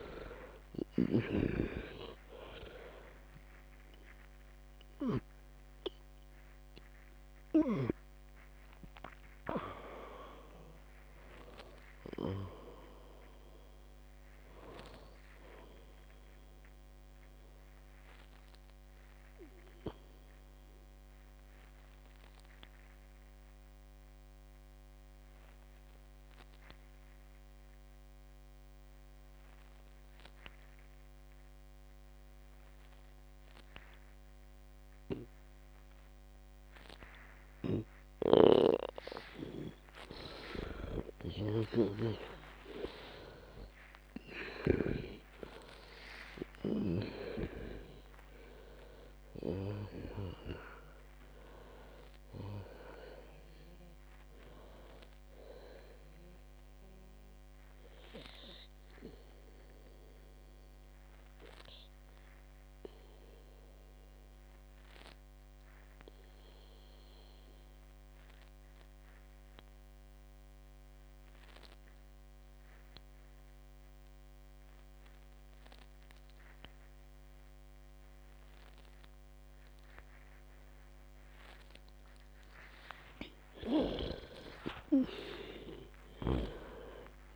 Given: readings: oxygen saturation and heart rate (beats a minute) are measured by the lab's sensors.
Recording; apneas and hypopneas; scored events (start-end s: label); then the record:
breathing in sleep by a microphone on the trachea; 2
0.00-6.00 s: snoring (device-marked)
0.00-27.00 s: oxygen desaturation (device-marked, oxygen 90% lowest, heart rate 57 extreme)
17.50-39.00 s: obstructive apnea (oxygen 98% before, 90% lowest, heart rate 74 before, 55 extreme, up 54 after)
38.00-45.50 s: snoring (device-marked)
40.50-44.50 s: arousal
44.00-62.00 s: oxygen desaturation (device-marked, oxygen 98% before, 93% lowest, heart rate 66 before, 54 extreme)
57.00-82.50 s: obstructive apnea (oxygen 99% before, 93% lowest, heart rate 80 before, 54 extreme)
82.00-87.36 s: oxygen desaturation (device-marked, oxygen 99% before, 93% lowest, heart rate 56 before, 53 extreme)
84.50-87.36 s: arousal
From the record:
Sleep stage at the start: N2 (light sleep); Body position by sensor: on the back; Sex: female